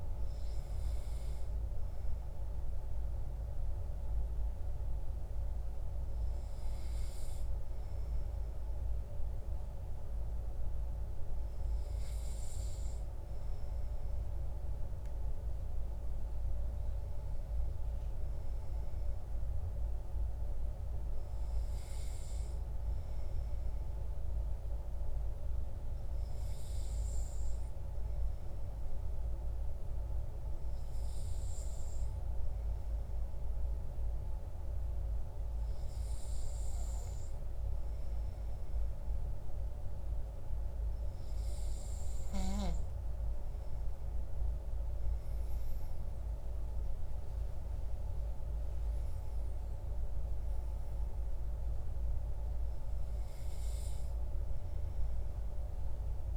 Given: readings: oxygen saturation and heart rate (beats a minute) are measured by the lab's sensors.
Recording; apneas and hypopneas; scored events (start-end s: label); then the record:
breathing in sleep, hard to hear, by a room microphone; 1
16.00-20.00 s: arousal
24.50-39.50 s: hypopnea (oxygen 97% before, 95% lowest, heart rate 56 before, 49 extreme, up 15 after)
45.50-49.50 s: arousal
From the record:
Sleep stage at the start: N2 (light sleep); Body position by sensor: on the back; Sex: male